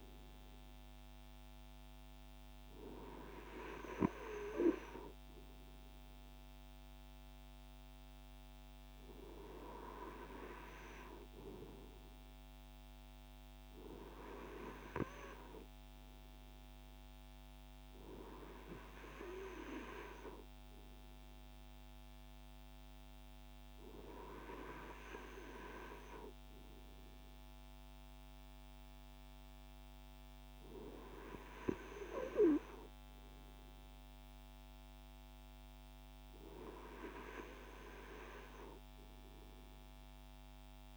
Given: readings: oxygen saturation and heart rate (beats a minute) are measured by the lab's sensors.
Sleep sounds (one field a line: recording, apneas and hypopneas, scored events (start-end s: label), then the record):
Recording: breathing in sleep by a microphone on the trachea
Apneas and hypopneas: none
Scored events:
none scored
From the record:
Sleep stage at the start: N2 (light sleep)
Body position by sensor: on the right side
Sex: male